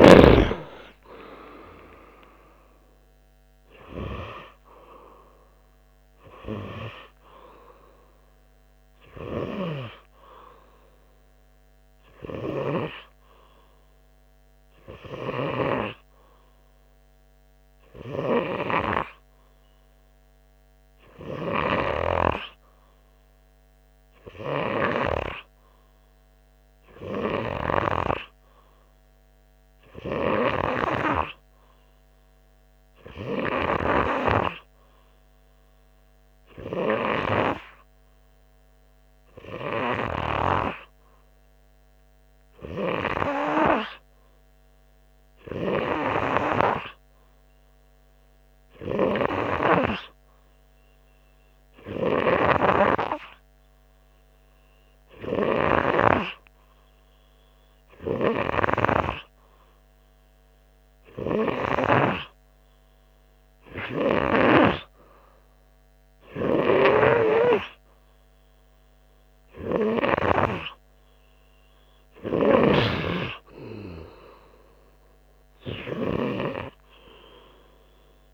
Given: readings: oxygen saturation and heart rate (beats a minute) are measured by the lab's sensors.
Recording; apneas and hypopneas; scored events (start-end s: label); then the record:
breathing in sleep by a microphone on the trachea; none
0.50-5.00 s: arousal
From the record:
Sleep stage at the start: N3 (deep sleep); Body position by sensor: on the front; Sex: male